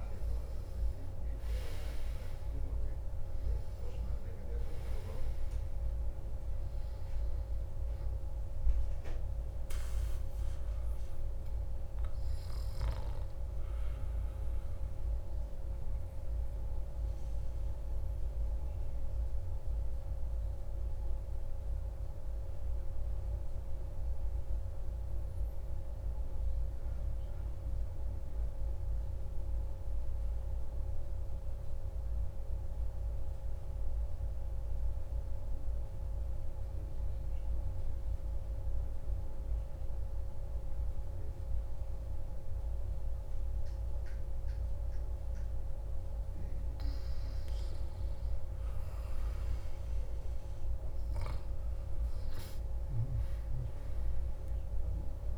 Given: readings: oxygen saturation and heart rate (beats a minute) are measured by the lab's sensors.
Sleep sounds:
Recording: breathing in sleep, hard to hear, by a room microphone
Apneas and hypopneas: 1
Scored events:
0.00-19.50 s: oxygen desaturation (device-marked, oxygen 92% lowest, heart rate 38 extreme)
11.50-46.00 s: obstructive apnea (oxygen 97% before, 92% lowest, heart rate 139 before, 38 extreme, up 23 after)
48.50-52.50 s: arousal
From the record:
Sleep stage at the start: N2 (light sleep)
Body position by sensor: on the back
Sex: male

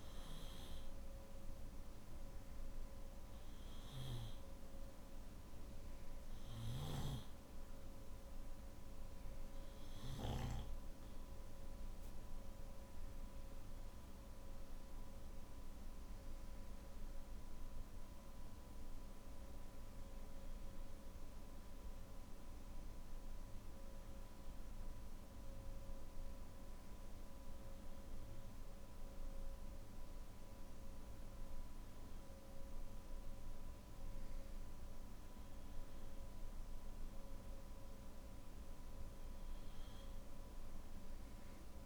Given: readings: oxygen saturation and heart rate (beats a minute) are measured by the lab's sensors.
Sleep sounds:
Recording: breathing in sleep, hard to hear, by a room microphone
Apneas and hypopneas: none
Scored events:
none scored
From the record:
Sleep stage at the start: N2 (light sleep)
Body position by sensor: on the back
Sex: male

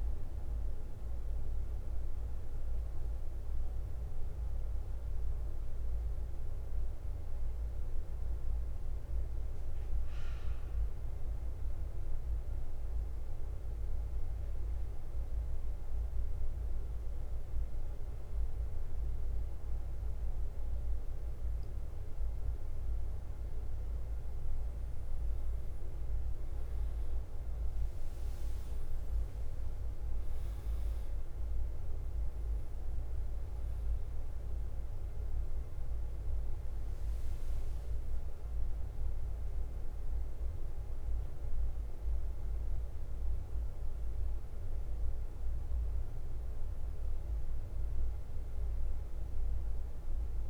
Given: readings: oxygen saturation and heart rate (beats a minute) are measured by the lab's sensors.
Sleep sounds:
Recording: breathing in sleep, hard to hear, by a room microphone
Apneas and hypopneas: 1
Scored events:
0.00-1.50 s: arousal
0.00-50.50 s: bradycardia (device-marked, heart rate 44 extreme)
12.50-23.00 s: obstructive apnea (oxygen 99% before, 95% lowest, heart rate 49 before, 49 extreme, up 2 after)
25.50-29.00 s: arousal
From the record:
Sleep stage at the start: N2 (light sleep)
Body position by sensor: on the back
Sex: male

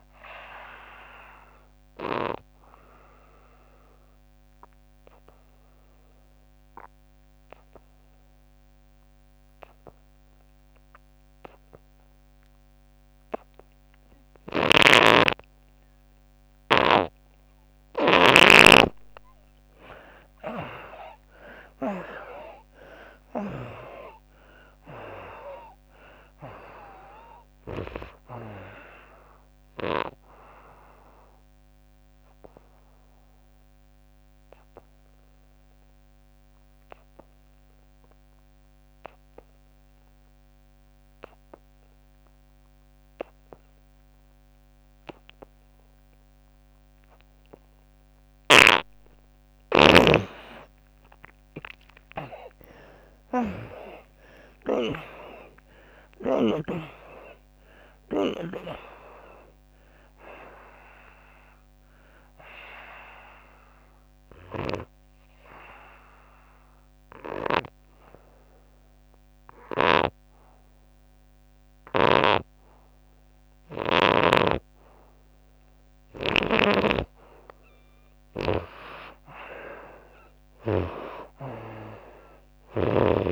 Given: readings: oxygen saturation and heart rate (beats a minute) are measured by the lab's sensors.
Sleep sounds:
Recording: breathing in sleep by a microphone on the trachea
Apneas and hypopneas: 3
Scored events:
0.00-20.00 s: oxygen desaturation (device-marked, oxygen 76% lowest, heart rate 73 extreme)
3.50-18.50 s: obstructive apnea (oxygen 95% before, 76% lowest, heart rate 99 before, 73 extreme, up 42 after)
14.50-18.50 s: snoring (device-marked)
20.00-24.00 s: arousal
25.00-37.00 s: oxygen desaturation (device-marked, oxygen 96% before, 80% lowest, heart rate 84 before, 72 extreme)
31.00-48.50 s: obstructive apnea (oxygen 96% before, 77% lowest, heart rate 92 before, 72 extreme)
44.00-72.00 s: oxygen desaturation (device-marked, oxygen 98% before, 77% lowest, heart rate 90 before, 70 extreme)
49.50-56.50 s: snoring (device-marked)
50.50-54.50 s: arousal
62.00-75.50 s: obstructive apnea (oxygen 98% before, 77% lowest, heart rate 109 before, 70 extreme)
78.00-81.50 s: arousal
78.00-83.32 s: oxygen desaturation (device-marked, oxygen 99% before, 87% lowest, heart rate 120 before, 77 extreme)
From the record:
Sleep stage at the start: N2 (light sleep)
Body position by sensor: on the back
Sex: female

